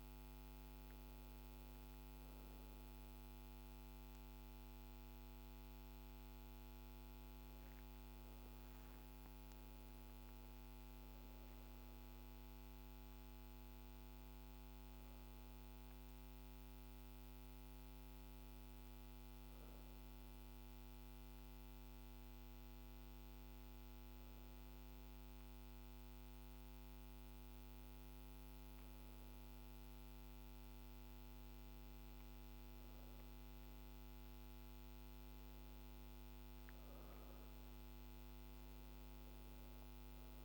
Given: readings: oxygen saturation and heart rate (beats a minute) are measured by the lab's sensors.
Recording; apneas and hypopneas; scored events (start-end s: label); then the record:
a person awake in a sleep study, hard to hear, by a microphone on the trachea; none
none scored
From the record:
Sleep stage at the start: awake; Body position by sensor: on the back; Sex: female